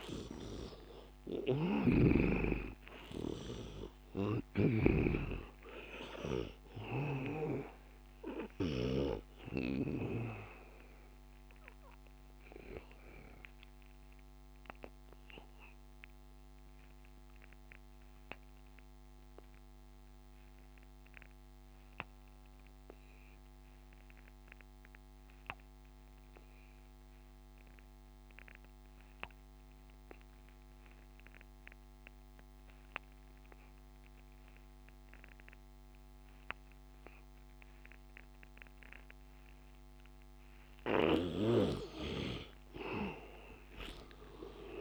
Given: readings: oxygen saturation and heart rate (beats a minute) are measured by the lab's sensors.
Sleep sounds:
breathing in sleep by a microphone on the trachea; 1
0.00-7.50 s: snoring (device-marked)
0.00-20.00 s: oxygen desaturation (device-marked, oxygen 76% lowest, heart rate 76 extreme)
9.00-40.00 s: obstructive apnea (oxygen 100% before, 75% lowest, heart rate 88 before, 76 extreme, up 13 after)
33.00-44.81 s: oxygen desaturation (device-marked, oxygen 100% before, 75% lowest, heart rate 86 before, 76 extreme)
41.00-44.81 s: snoring (device-marked)
42.00-44.81 s: arousal
From the record:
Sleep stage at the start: N2 (light sleep); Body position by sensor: on the back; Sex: male

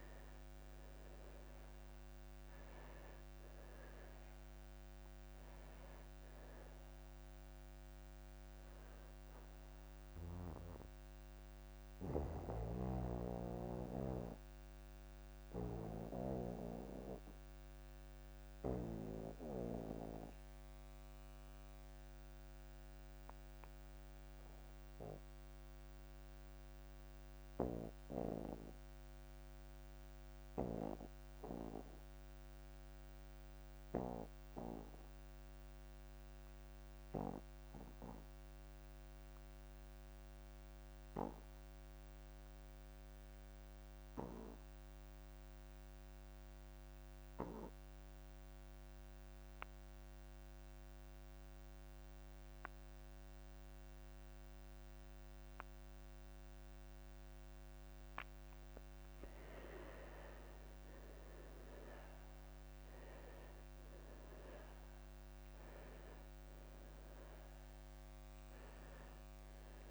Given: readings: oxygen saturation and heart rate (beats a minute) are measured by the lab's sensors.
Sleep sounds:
breathing in sleep by a microphone on the trachea; 1
0.00-2.50 s: arousal
0.00-27.00 s: oxygen desaturation (device-marked, oxygen 84% lowest)
12.50-58.00 s: obstructive apnea (oxygen 99% before, 73% lowest)
40.00-69.91 s: oxygen desaturation (device-marked, oxygen 98% before, 73% lowest)
41.50-43.50 s: long interval between heartbeats (device-marked)
61.00-65.50 s: arousal
From the record:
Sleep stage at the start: N2 (light sleep); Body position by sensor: on the back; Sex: male

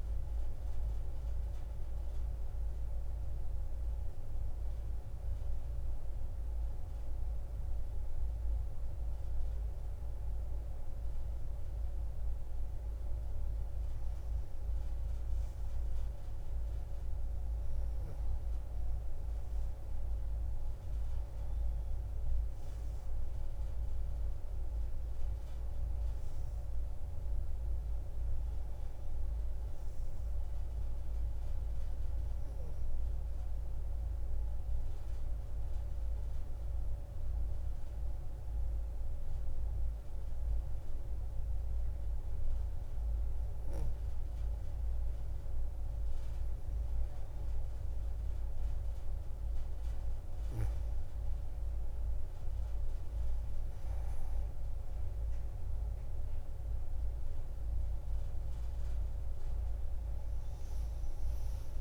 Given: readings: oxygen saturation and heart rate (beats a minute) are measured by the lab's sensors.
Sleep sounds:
breathing in sleep, hard to hear, by a room microphone; 2
0.00-3.50 s: oxygen desaturation (device-marked, oxygen 87% lowest)
1.50-13.50 s: central apnea (oxygen 95% before, 90% lowest)
19.50-24.00 s: arousal
24.50-33.50 s: oxygen desaturation (device-marked, oxygen 96% before, 92% lowest)
33.00-45.50 s: hypopnea (oxygen 97% before, 90% lowest)
47.00-50.50 s: arousal
49.50-61.81 s: oxygen desaturation (device-marked, oxygen 94% before, 91% lowest)
From the record:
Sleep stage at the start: N2 (light sleep); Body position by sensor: on the back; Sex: female

